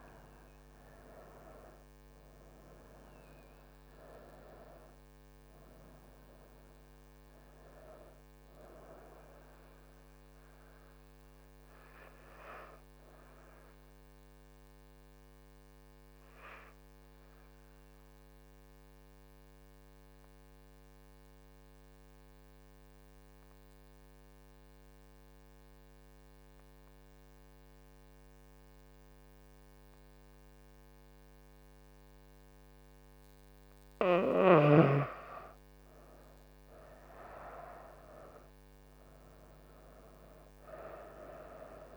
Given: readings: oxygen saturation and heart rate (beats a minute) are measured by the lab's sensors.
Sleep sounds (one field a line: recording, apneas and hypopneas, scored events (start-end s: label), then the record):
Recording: breathing in sleep by a microphone on the trachea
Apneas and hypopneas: 1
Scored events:
16.00-34.00 s: obstructive apnea (oxygen 96% before, 93% lowest, heart rate 77 before, 66 extreme, up 6 after)
36.50-39.00 s: arousal
36.50-41.97 s: oxygen desaturation (device-marked, oxygen 98% before, 93% lowest, heart rate 69 before, 66 extreme)
From the record:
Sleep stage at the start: N2 (light sleep)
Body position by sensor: on the front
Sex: female